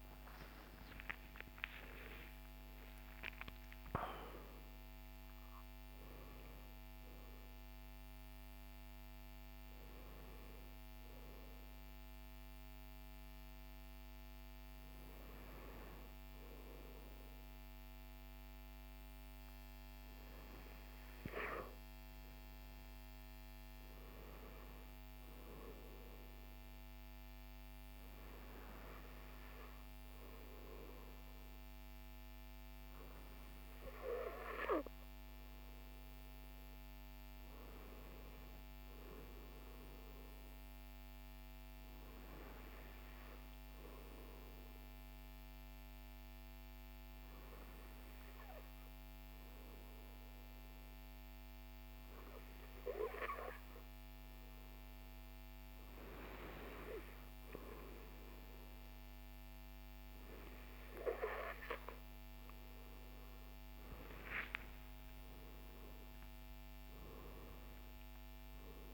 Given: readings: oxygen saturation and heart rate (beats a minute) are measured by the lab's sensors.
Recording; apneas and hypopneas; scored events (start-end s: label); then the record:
a person partly awake in a sleep study, by a microphone on the trachea; none
14.00-68.94 s: new sleep stage, N2 (light sleep)
From the record:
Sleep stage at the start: awake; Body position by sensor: on the right side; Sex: male